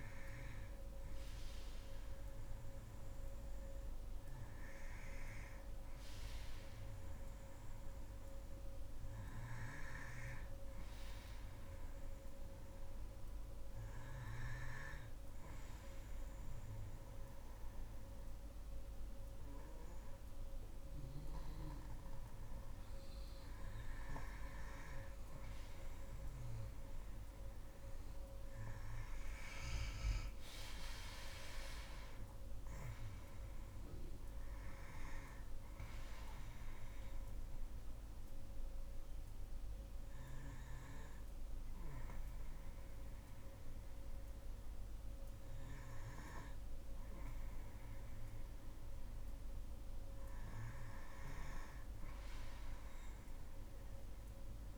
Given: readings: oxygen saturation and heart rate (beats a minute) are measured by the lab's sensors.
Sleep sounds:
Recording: breathing in sleep by a room microphone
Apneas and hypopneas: 2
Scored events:
0.00-18.50 s: oxygen desaturation (device-marked, oxygen 93% lowest, heart rate 59 extreme)
5.50-9.00 s: arousal
12.50-26.00 s: obstructive apnea (oxygen 97% before, 89% lowest, heart rate 63 before, 57 extreme, up 4 after)
27.50-32.00 s: arousal
27.50-50.50 s: oxygen desaturation (device-marked, oxygen 94% before, 89% lowest, heart rate 64 before, 57 extreme)
35.50-48.00 s: obstructive apnea (oxygen 94% before, 89% lowest, heart rate 65 before, 57 extreme, up 7 after)
51.00-54.00 s: arousal
From the record:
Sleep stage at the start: N2 (light sleep)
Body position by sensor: on the back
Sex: female

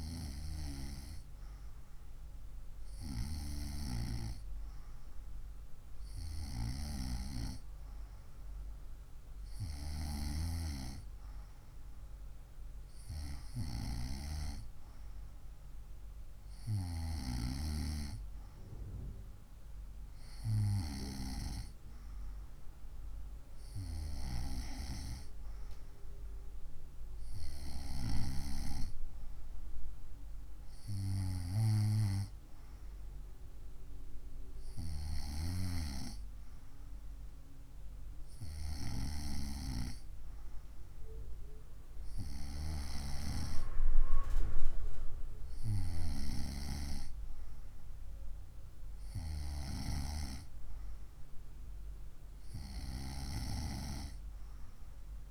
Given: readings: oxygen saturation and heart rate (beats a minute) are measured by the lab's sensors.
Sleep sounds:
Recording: breathing in sleep by a room microphone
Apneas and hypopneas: none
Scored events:
none scored
From the record:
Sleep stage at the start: N2 (light sleep)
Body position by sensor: on the right side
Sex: female

